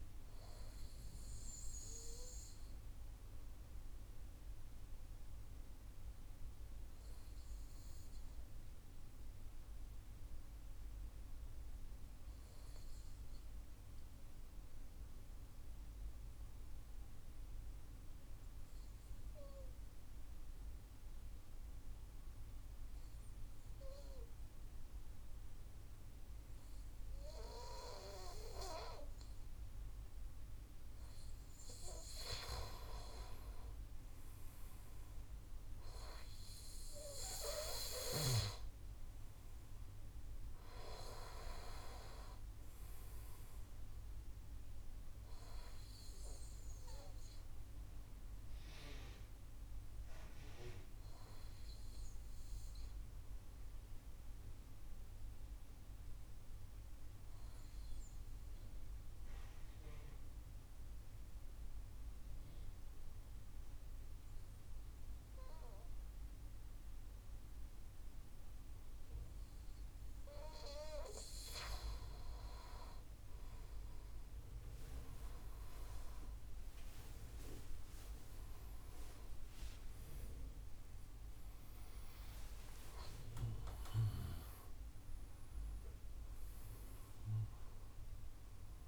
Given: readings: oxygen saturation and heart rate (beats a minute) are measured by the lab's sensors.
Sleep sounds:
breathing in sleep by a room microphone; 2
0.00-12.50 s: oxygen desaturation (device-marked, oxygen 93% lowest)
1.00-32.00 s: obstructive apnea (oxygen 98% before, 92% lowest)
26.50-53.50 s: oxygen desaturation (device-marked, oxygen 98% before, 92% lowest)
33.50-38.00 s: arousal
45.00-71.50 s: obstructive apnea (oxygen 98% before, 92% lowest)
77.00-82.00 s: arousal
80.50-88.88 s: oxygen desaturation (device-marked, oxygen 97% before, 92% lowest, heart rate 114 before, 65 extreme)
From the record:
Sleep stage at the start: N2 (light sleep); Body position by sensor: on the right side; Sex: male

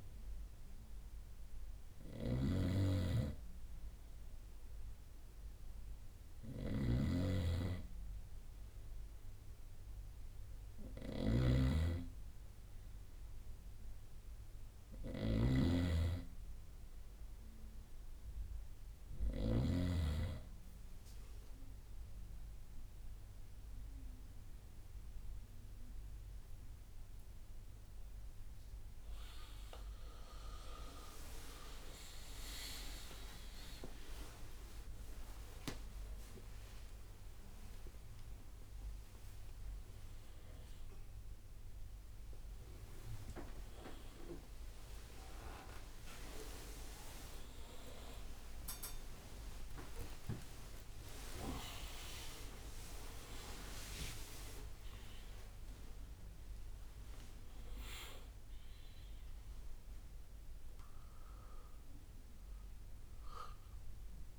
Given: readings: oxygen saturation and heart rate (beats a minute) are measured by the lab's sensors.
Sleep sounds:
breathing in sleep by a room microphone; none
0.00-20.00 s: snoring (device-marked)
33.00-38.00 s: arousal
33.00-43.00 s: drop in pulse transit time (device-marked, heart rate 68 before, 79 extreme)
40.00-46.00 s: tachycardia (device-marked, heart rate 71 before, 102 extreme)
40.50-42.50 s: long interval between heartbeats (device-marked, heart rate 73 before, 93 extreme)
43.00-45.00 s: long interval between heartbeats (device-marked, heart rate 77 before, 101 extreme)
46.00-48.00 s: long interval between heartbeats (device-marked, heart rate 82 before, 101 extreme)
47.00-64.39 s: new sleep stage, N1 (lightest sleep)
50.50-52.50 s: long interval between heartbeats (device-marked, heart rate 89 before, 100 extreme)
51.00-60.00 s: drop in pulse transit time (device-marked, heart rate 90 before, 95 extreme)
52.00-54.00 s: tachycardia (device-marked, heart rate 71 before, 96 extreme)
55.00-57.00 s: long interval between heartbeats (device-marked, heart rate 94 before, 109 extreme)
56.00-58.00 s: tachycardia (device-marked, heart rate 72 before, 109 extreme)
From the record:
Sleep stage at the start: N2 (light sleep); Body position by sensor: on the right side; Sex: male

